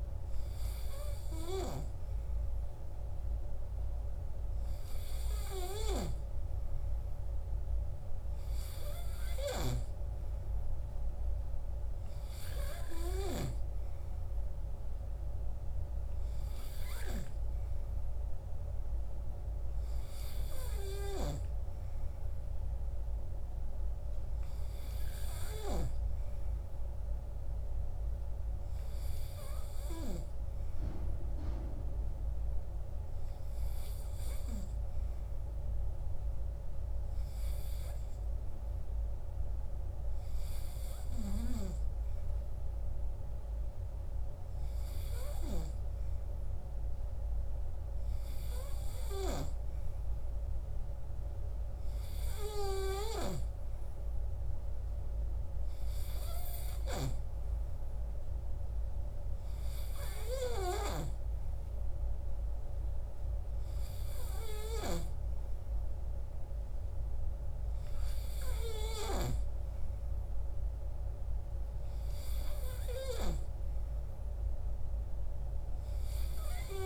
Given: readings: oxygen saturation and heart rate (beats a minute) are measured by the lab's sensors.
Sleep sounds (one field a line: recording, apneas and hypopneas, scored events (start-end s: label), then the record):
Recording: breathing in sleep by a room microphone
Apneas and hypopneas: none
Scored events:
none scored
From the record:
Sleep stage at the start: N3 (deep sleep)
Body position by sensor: on the right side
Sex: male